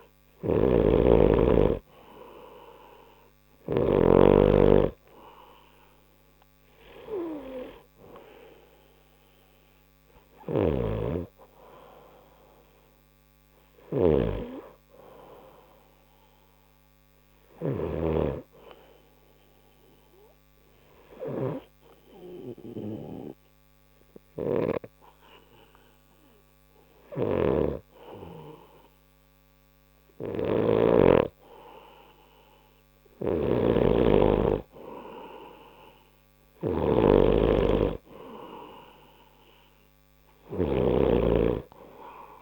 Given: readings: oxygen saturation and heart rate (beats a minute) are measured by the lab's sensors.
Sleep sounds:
breathing in sleep by a microphone on the trachea; 1
0.00-4.00 s: snoring (device-marked)
10.50-18.00 s: snoring (device-marked)
20.00-32.50 s: hypopnea (oxygen 94% before, 93% lowest, heart rate 57 before, 50 extreme, up 1 after)
27.00-41.00 s: snoring (device-marked)
34.50-37.50 s: arousal
From the record:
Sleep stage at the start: N2 (light sleep); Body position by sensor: on the right side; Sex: male

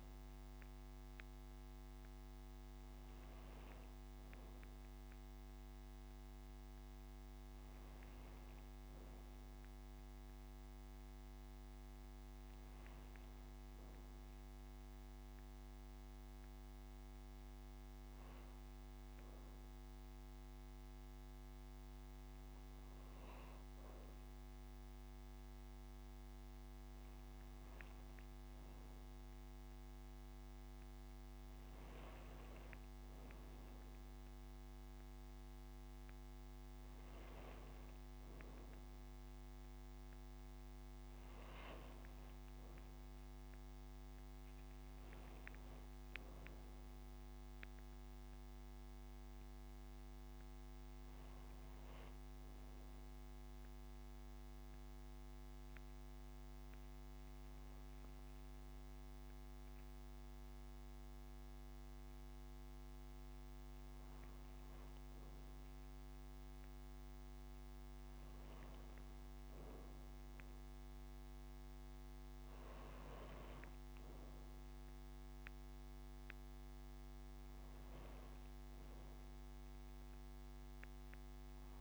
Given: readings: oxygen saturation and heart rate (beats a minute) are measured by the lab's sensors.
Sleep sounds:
breathing in sleep, hard to hear, by a microphone on the trachea; none
none scored
From the record:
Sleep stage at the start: N2 (light sleep); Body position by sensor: on the back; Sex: female

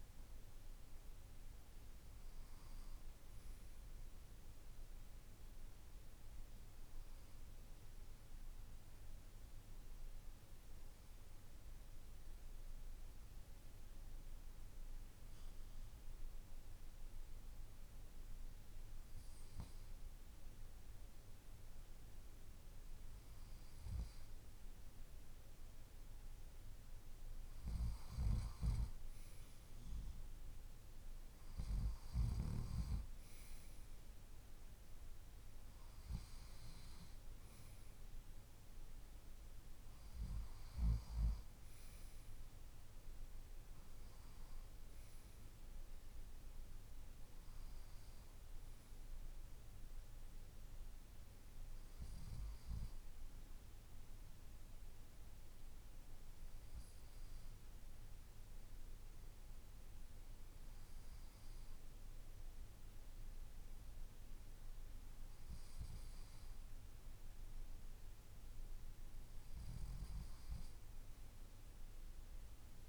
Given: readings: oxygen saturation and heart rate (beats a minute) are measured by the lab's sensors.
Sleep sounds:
breathing in sleep, hard to hear, by a room microphone; 1
8.00-24.00 s: hypopnea (oxygen 96% before, 93% lowest, heart rate 53 before, 52 extreme, up 0 after)
27.00-31.00 s: arousal
42.00-62.00 s: oxygen desaturation (device-marked, oxygen 97% before, 93% lowest, heart rate 53 before, 51 extreme)
From the record:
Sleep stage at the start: N2 (light sleep); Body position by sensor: on the left side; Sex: male

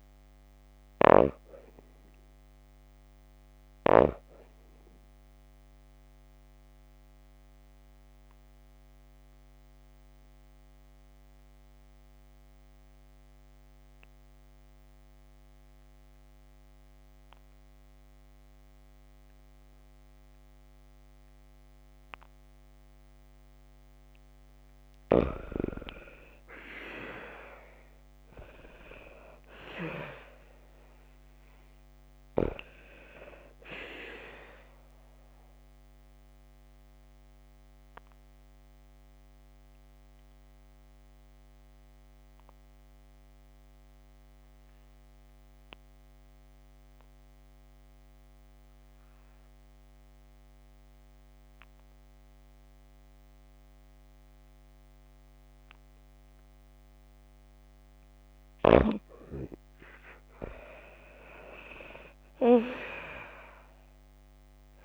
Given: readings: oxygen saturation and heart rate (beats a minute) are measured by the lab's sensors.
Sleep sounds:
breathing in sleep by a microphone on the trachea; 2
0.00-6.50 s: oxygen desaturation (device-marked, oxygen 87% lowest, heart rate 55 extreme)
5.50-23.50 s: obstructive apnea (oxygen 96% before, 86% lowest, heart rate 88 before, 54 extreme, up 51 after)
26.00-28.00 s: arousal
36.00-57.50 s: obstructive apnea (oxygen 97% before, 86% lowest, heart rate 81 before, 54 extreme, up 4 after)
45.50-60.50 s: oxygen desaturation (device-marked, oxygen 96% before, 91% lowest, heart rate 74 before, 54 extreme)
62.50-64.85 s: arousal
62.50-64.85 s: oxygen desaturation (device-marked, oxygen 95% before, 86% lowest, heart rate 55 before, 52 extreme)
From the record:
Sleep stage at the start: N2 (light sleep); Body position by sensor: on the back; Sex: female

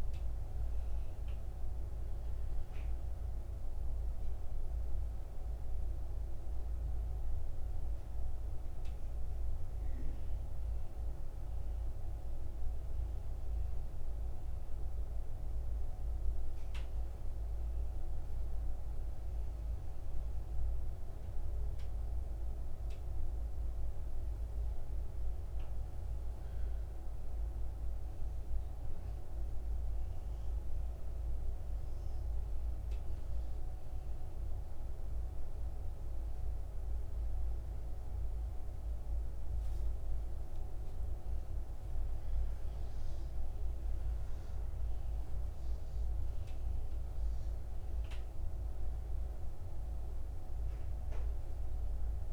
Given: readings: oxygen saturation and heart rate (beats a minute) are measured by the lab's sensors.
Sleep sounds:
breathing in sleep, hard to hear, by a room microphone; 1
0.00-20.00 s: oxygen desaturation (device-marked, oxygen 92% lowest, heart rate 56 extreme)
22.00-24.50 s: arousal
26.50-37.00 s: central apnea (oxygen 98% before, 92% lowest, heart rate 57 before, 56 extreme, up 3 after)
41.50-46.00 s: arousal
From the record:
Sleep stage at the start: N2 (light sleep); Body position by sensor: on the back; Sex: male

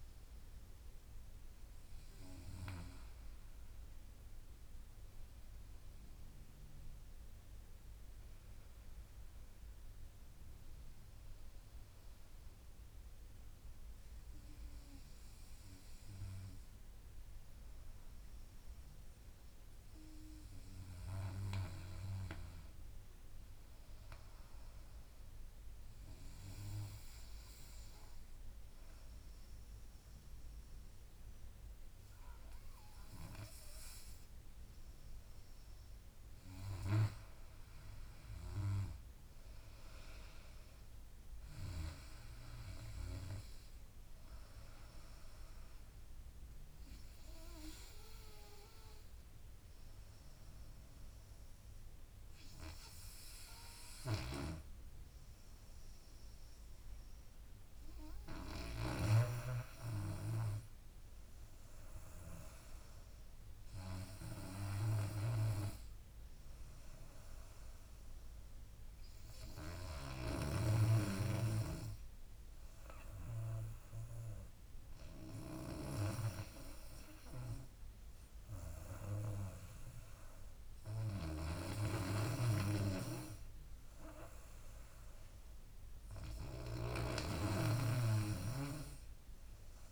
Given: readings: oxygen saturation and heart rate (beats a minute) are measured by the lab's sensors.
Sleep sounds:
breathing in sleep by a room microphone; 2
0.00-4.00 s: arousal
10.50-23.50 s: obstructive apnea (oxygen 97% before, 91% lowest, heart rate 77 before, 75 extreme, up 7 after)
26.00-29.00 s: arousal
38.00-49.00 s: drop in pulse transit time (device-marked, heart rate 79 before, 81 extreme)
44.00-56.00 s: oxygen desaturation (device-marked, oxygen 95% before, 91% lowest, heart rate 81 before, 75 extreme)
46.50-57.50 s: obstructive apnea (oxygen 96% before, 91% lowest, heart rate 82 before, 75 extreme, up 8 after)
60.00-63.50 s: arousal
82.00-89.92 s: snoring (device-marked)
From the record:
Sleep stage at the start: N2 (light sleep); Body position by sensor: on the back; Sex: female

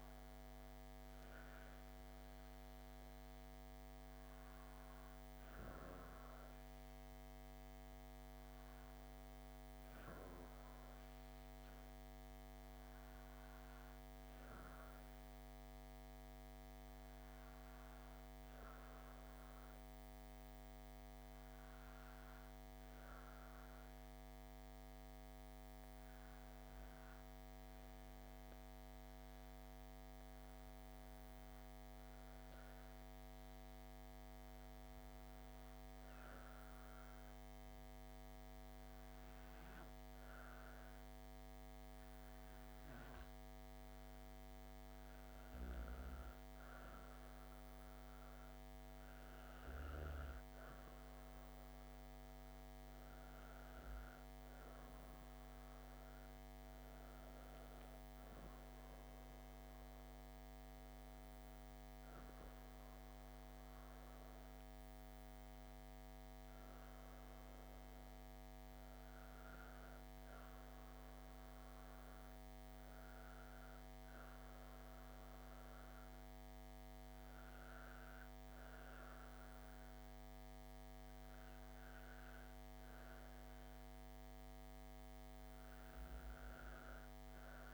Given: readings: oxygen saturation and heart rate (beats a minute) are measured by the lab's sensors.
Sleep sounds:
breathing in sleep, hard to hear, by a microphone on the trachea; 1
25.00-43.00 s: hypopnea (oxygen 94% before, 91% lowest, heart rate 69 before, 60 extreme, up 4 after)
44.00-47.00 s: arousal
From the record:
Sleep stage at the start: N2 (light sleep); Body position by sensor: on the back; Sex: female

